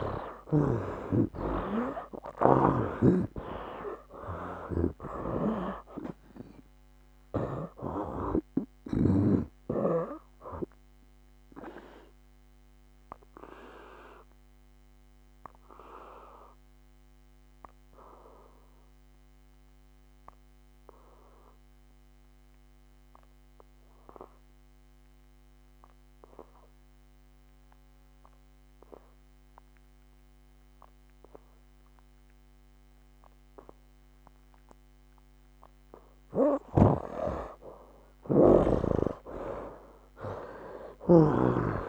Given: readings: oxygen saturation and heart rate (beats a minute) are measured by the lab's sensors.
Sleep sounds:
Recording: breathing in sleep by a microphone on the trachea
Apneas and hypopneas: 1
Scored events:
0.00-1.00 s: snoring (device-marked)
0.00-3.00 s: arousal
0.00-31.00 s: oxygen desaturation (device-marked, oxygen 73% lowest, heart rate 63 extreme)
1.00-3.00 s: long interval between heartbeats (device-marked, heart rate 66 before, 82 extreme)
3.00-7.50 s: snoring (device-marked)
11.50-35.50 s: obstructive apnea (oxygen 98% before, 73% lowest, heart rate 77 before, 63 extreme, up 12 after)
36.00-41.89 s: oxygen desaturation (device-marked, oxygen 98% before, 73% lowest, heart rate 66 before, 62 extreme)
36.50-41.50 s: snoring (device-marked)
39.00-41.89 s: arousal
From the record:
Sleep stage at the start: N2 (light sleep)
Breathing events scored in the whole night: 353 in 4.3 hours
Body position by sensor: on the back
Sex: male

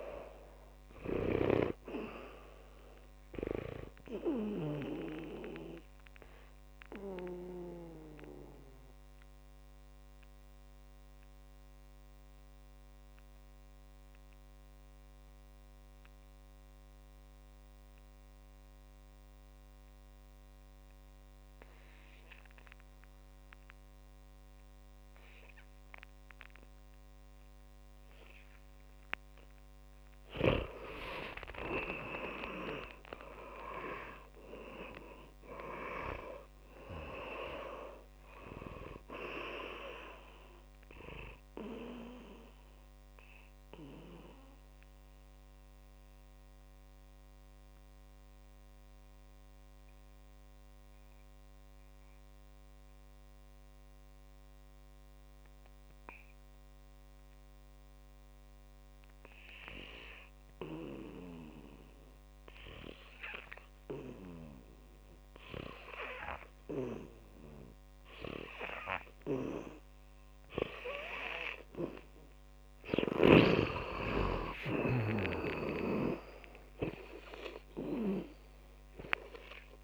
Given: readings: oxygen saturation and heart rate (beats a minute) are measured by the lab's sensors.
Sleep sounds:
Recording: breathing in sleep by a microphone on the trachea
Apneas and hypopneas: 2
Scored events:
0.00-5.50 s: oxygen desaturation (device-marked, oxygen 91% lowest, heart rate 56 extreme)
6.00-31.00 s: mixed apnea (oxygen 100% before, 82% lowest, heart rate 63 before, 61 extreme, up 3 after)
7.50-22.50 s: oxygen desaturation (device-marked, oxygen 95% before, 82% lowest, heart rate 65 before, 61 extreme)
32.00-37.50 s: arousal
38.50-59.50 s: oxygen desaturation (device-marked, oxygen 100% before, 87% lowest, heart rate 64 before, 58 extreme)
42.00-72.00 s: mixed apnea (oxygen 100% before, 86% lowest, heart rate 64 before, 58 extreme, up 12 after)
66.50-79.84 s: oxygen desaturation (device-marked, oxygen 100% before, 91% lowest, heart rate 62 before, 54 extreme)
74.50-78.50 s: arousal
From the record:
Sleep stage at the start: N2 (light sleep)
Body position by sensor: on the back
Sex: male

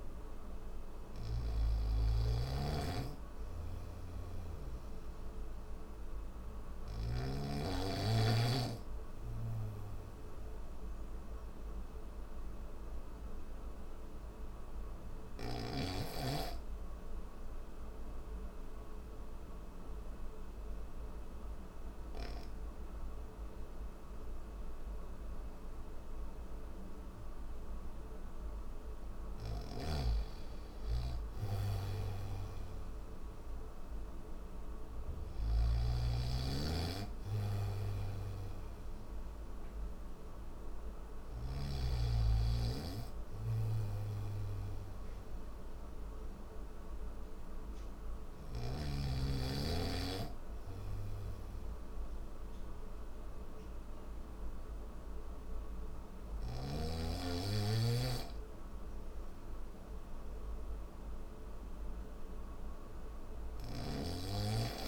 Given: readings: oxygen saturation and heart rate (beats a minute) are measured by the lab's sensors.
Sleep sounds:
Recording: breathing in sleep by a room microphone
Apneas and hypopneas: none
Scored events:
0.00-6.50 s: snoring (device-marked)
0.00-9.50 s: oxygen desaturation (device-marked, oxygen 95% lowest, heart rate 65 extreme)
29.00-41.00 s: snoring (device-marked)
33.50-56.50 s: oxygen desaturation (device-marked, oxygen 98% before, 93% lowest, heart rate 68 before, 67 extreme)
55.50-64.88 s: new sleep stage, N3 (deep sleep)
From the record:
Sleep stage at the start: N1 (lightest sleep)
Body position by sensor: on the back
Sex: male

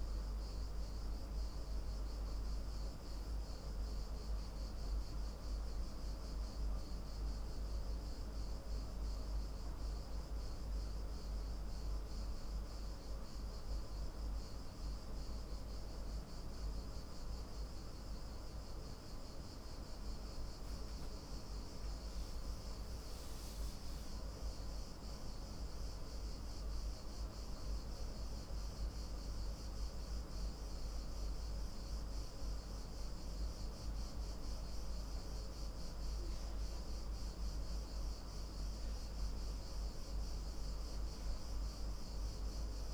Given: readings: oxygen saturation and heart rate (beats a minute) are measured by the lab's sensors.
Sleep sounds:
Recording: breathing in sleep, hard to hear, by a room microphone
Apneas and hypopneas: none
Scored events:
0.00-8.00 s: oxygen desaturation (device-marked, oxygen 90% lowest, heart rate 53 extreme)
From the record:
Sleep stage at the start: N2 (light sleep)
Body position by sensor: on the back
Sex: male

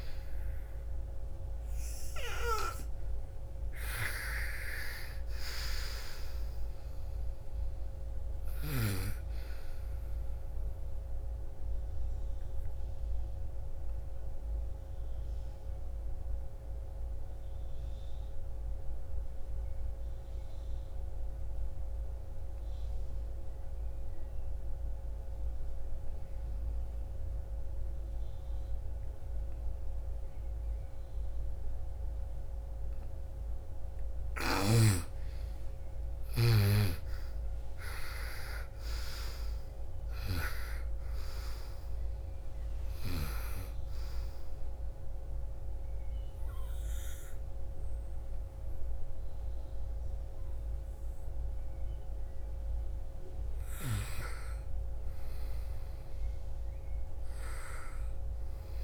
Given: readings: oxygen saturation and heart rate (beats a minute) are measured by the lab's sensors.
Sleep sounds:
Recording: breathing in sleep by a room microphone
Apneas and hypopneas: 1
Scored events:
0.00-2.50 s: arousal
3.50-25.50 s: oxygen desaturation (device-marked, oxygen 97% before, 86% lowest, heart rate 58 before, 56 extreme)
10.00-32.00 s: obstructive apnea (oxygen 97% before, 85% lowest, heart rate 59 before, 56 extreme, up 9 after)
33.50-42.50 s: snoring (device-marked)
33.50-56.50 s: oxygen desaturation (device-marked, oxygen 98% before, 85% lowest, heart rate 59 before, 47 extreme)
34.00-38.00 s: arousal
From the record:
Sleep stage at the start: N2 (light sleep)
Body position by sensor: on the right side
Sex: female

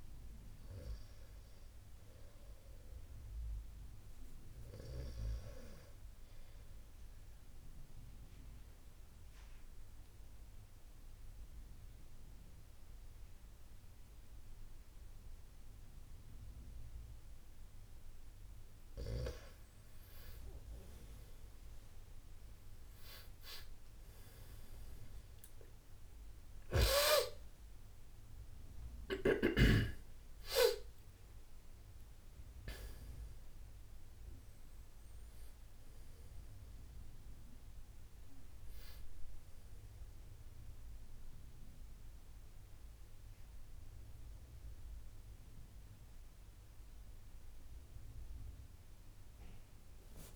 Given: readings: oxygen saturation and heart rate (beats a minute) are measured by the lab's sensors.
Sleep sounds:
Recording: a person awake in a sleep study, by a room microphone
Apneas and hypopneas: 1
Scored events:
6.50-18.50 s: obstructive apnea (oxygen 97% before, 92% lowest, heart rate 75 before, 79 extreme, up 10 after)
7.00-23.00 s: oxygen desaturation (device-marked, oxygen 97% before, 93% lowest, heart rate 76 before, 79 extreme)
19.00-49.00 s: new sleep stage, awake
49.00-50.36 s: new sleep stage, N2 (light sleep)
From the record:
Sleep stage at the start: N2 (light sleep)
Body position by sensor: on the right side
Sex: male

